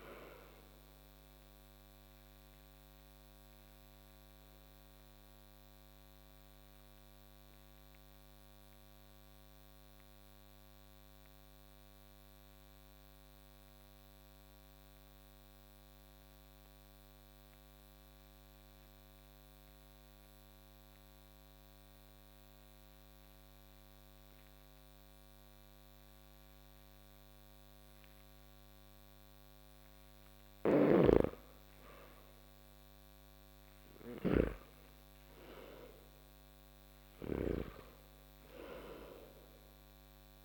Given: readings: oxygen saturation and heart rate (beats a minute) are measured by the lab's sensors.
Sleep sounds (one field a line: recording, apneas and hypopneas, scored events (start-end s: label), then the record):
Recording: breathing in sleep by a microphone on the trachea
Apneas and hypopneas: 1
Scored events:
0.00-9.00 s: oxygen desaturation (device-marked, oxygen 91% lowest)
1.50-29.00 s: obstructive apnea (oxygen 98% before, 82% lowest)
11.00-22.00 s: oxygen desaturation (device-marked, oxygen 94% before, 86% lowest)
30.00-40.45 s: snoring (device-marked)
32.00-36.00 s: arousal
33.00-40.45 s: oxygen desaturation (device-marked, oxygen 98% before, 82% lowest)
From the record:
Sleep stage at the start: N2 (light sleep)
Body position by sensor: on the back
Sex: male